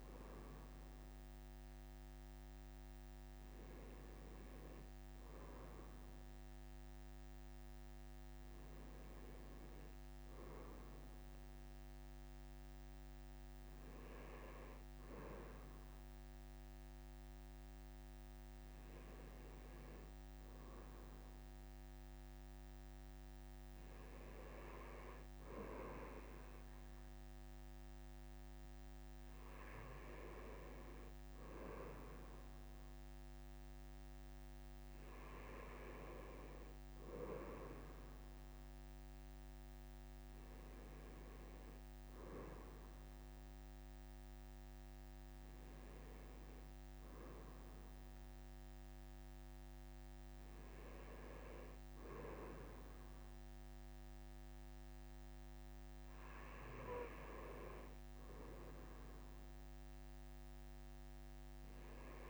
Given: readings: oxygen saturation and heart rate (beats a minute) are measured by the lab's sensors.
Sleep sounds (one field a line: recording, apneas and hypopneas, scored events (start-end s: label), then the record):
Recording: breathing in sleep by a microphone on the trachea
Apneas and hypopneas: none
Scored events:
none scored
From the record:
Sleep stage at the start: N2 (light sleep)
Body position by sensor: on the right side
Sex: male